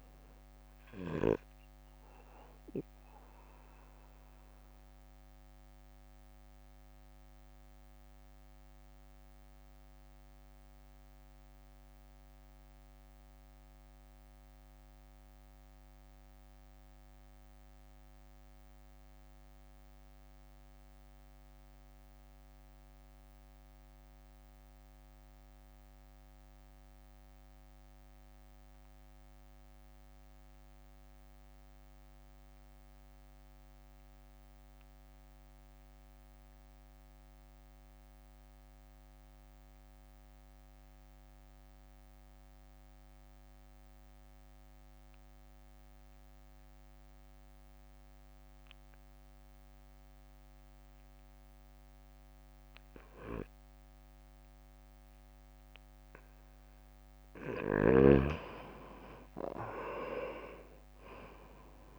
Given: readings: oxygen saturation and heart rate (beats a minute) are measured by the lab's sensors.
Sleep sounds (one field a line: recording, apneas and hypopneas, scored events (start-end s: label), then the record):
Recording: breathing in sleep by a microphone on the trachea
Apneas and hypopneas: 1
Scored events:
0.00-7.50 s: drop in pulse transit time (device-marked, heart rate 52 extreme)
0.00-27.50 s: oxygen desaturation (device-marked, oxygen 83% lowest, heart rate 51 extreme)
2.00-56.00 s: mixed apnea (oxygen 99% before, 79% lowest, heart rate 56 before, 48 extreme, up 13 after)
37.50-61.99 s: oxygen desaturation (device-marked, oxygen 99% before, 79% lowest, heart rate 63 before, 48 extreme)
49.50-53.50 s: drop in pulse transit time (device-marked, heart rate 58 before, 52 extreme)
60.00-61.99 s: arousal
60.50-61.99 s: drop in pulse transit time (device-marked, heart rate 53 before, 55 extreme)
From the record:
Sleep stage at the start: N2 (light sleep)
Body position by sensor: on the right side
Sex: male